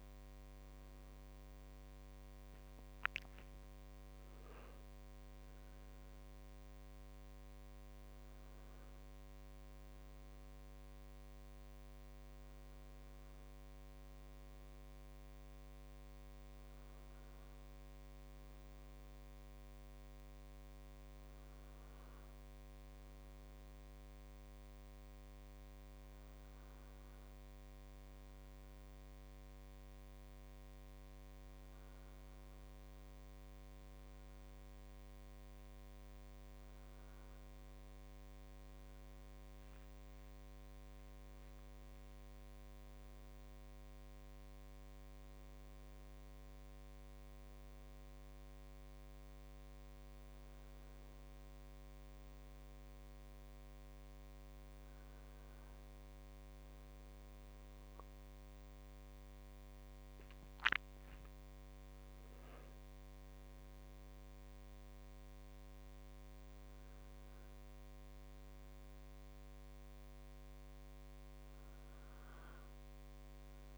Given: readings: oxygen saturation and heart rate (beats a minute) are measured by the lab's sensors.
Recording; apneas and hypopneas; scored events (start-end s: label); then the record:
breathing in sleep, hard to hear, by a microphone on the trachea; none
none scored
From the record:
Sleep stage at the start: N1 (lightest sleep); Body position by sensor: on the right side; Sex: male